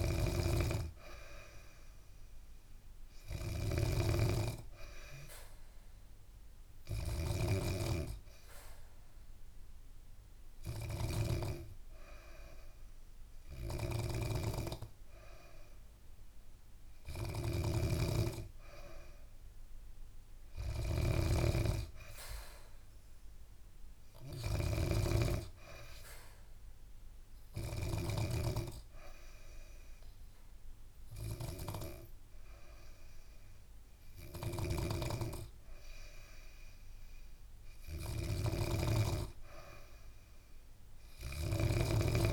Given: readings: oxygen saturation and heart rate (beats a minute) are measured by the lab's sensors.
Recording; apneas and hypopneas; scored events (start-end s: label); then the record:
breathing in sleep by a room microphone; 1
0.00-28.00 s: snoring (device-marked)
7.00-18.00 s: hypopnea (oxygen 94% before, 91% lowest, heart rate 73 before, 71 extreme, up 2 after)
21.00-25.00 s: arousal
34.00-42.33 s: snoring (device-marked)
From the record:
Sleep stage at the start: N3 (deep sleep); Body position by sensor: on the back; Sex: female